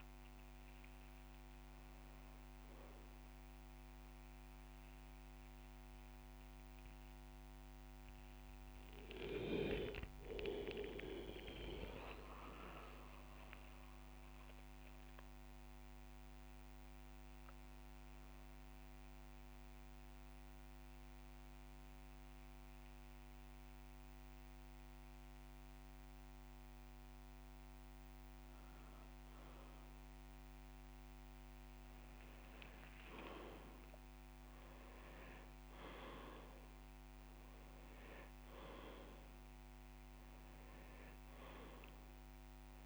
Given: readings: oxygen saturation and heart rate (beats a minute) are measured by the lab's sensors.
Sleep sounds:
breathing in sleep by a microphone on the trachea; 1
0.00-2.00 s: long interval between heartbeats (device-marked)
0.00-5.00 s: arousal
11.00-13.00 s: long interval between heartbeats (device-marked)
13.50-27.50 s: central apnea (oxygen 98% before, 92% lowest)
23.00-25.00 s: long interval between heartbeats (device-marked)
32.00-35.50 s: arousal
From the record:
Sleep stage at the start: N2 (light sleep); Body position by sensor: on the back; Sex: male

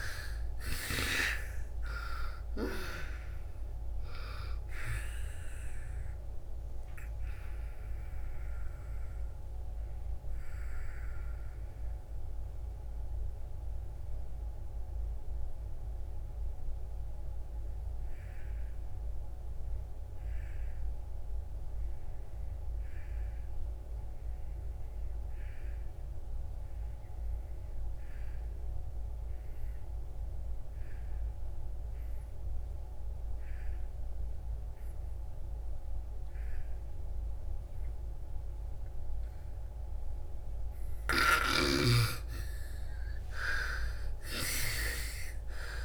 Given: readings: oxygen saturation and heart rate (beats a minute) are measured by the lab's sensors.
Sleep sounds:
breathing in sleep by a room microphone; 1
0.00-1.50 s: arousal
0.00-23.50 s: oxygen desaturation (device-marked, oxygen 79% lowest)
6.00-41.00 s: mixed apnea (oxygen 98% before, 75% lowest)
28.50-45.84 s: oxygen desaturation (device-marked, oxygen 98% before, 75% lowest)
42.50-45.84 s: arousal
From the record:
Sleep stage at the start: N2 (light sleep); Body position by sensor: on the back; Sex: female

